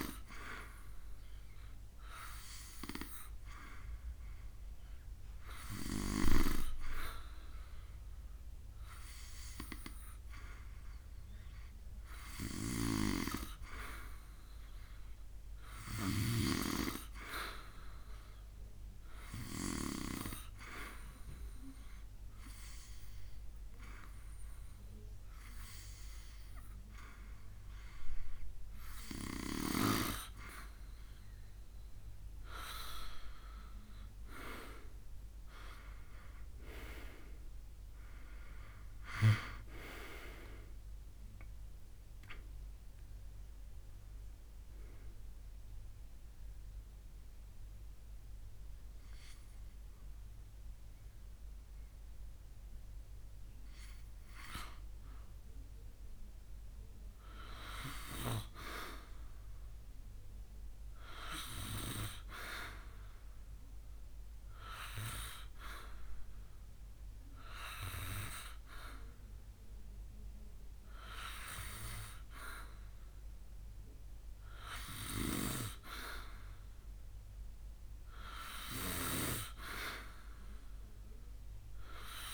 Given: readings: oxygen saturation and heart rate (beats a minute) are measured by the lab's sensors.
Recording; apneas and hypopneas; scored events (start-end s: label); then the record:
breathing in sleep by a room microphone; 2
0.00-2.00 s: arousal
19.50-32.50 s: hypopnea (oxygen 93% before, 91% lowest, heart rate 72 before, 73 extreme, up 9 after)
38.50-42.50 s: arousal
63.00-73.00 s: obstructive apnea (oxygen 92% before, 92% lowest, heart rate 76 before, 72 extreme, up 2 after)
76.50-80.00 s: arousal
From the record:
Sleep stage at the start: N2 (light sleep); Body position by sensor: on the back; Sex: male